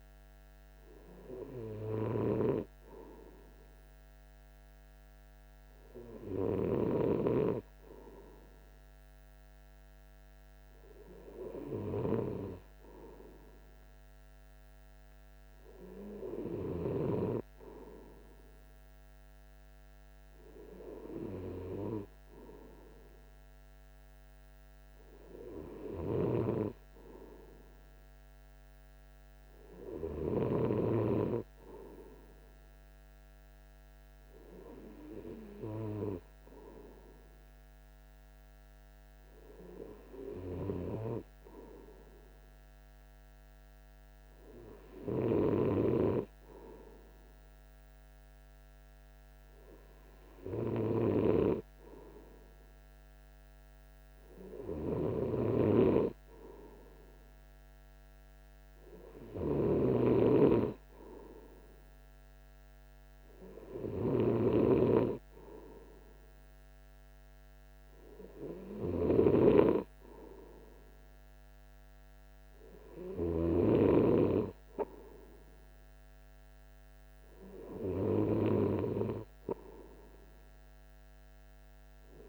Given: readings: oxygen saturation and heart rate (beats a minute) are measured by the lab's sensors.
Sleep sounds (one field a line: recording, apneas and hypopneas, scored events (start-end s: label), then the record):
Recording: breathing in sleep by a microphone on the trachea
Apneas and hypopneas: none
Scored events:
none scored
From the record:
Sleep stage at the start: N2 (light sleep)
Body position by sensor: on the right side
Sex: male